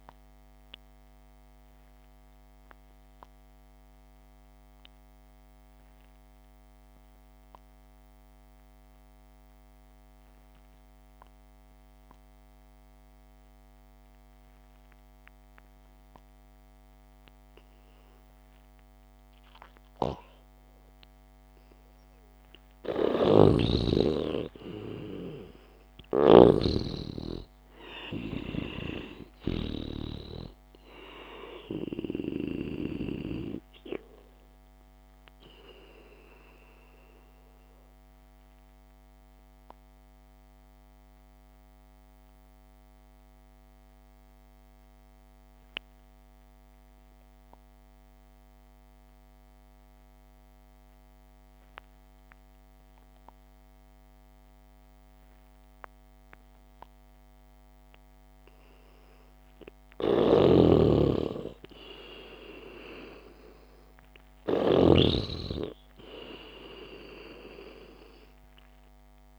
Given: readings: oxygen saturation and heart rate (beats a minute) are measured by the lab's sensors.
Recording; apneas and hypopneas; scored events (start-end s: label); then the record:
breathing in sleep by a microphone on the trachea; 2
1.50-21.50 s: obstructive apnea (oxygen 96% before, 91% lowest, heart rate 60 before, 54 extreme)
11.00-23.00 s: oxygen desaturation (device-marked, oxygen 97% before, 91% lowest, heart rate 58 before, 54 extreme)
23.50-30.50 s: snoring (device-marked)
25.00-29.00 s: arousal
38.00-59.50 s: mixed apnea (oxygen 96% before, 89% lowest, heart rate 57 before, 54 extreme)
46.00-55.00 s: oxygen desaturation (device-marked, oxygen 96% before, 91% lowest, heart rate 58 before, 54 extreme)
60.50-65.50 s: snoring (device-marked)
61.00-64.50 s: arousal
From the record:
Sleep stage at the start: N2 (light sleep); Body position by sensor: on the back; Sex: male